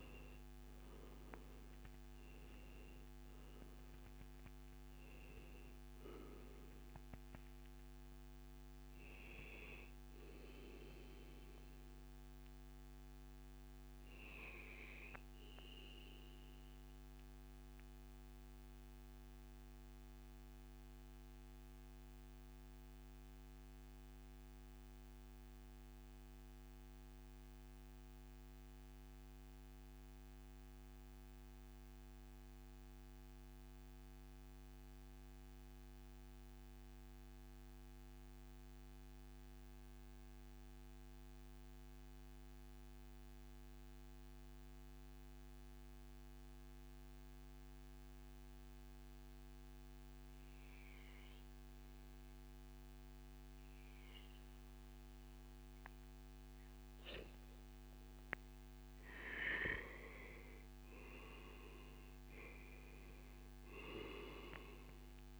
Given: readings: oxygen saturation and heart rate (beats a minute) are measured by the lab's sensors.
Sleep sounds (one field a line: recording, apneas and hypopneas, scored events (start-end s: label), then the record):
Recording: breathing in sleep by a microphone on the trachea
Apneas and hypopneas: 1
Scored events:
0.00-17.50 s: oxygen desaturation (device-marked, oxygen 89% lowest, heart rate 98 extreme)
12.50-58.00 s: mixed apnea (oxygen 95% before, 90% lowest, heart rate 130 before, 78 extreme, up 1 after)
56.50-65.40 s: oxygen desaturation (device-marked, oxygen 98% before, 93% lowest, heart rate 145 before, 78 extreme)
60.50-65.00 s: arousal
From the record:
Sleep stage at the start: N2 (light sleep)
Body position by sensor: on the back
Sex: male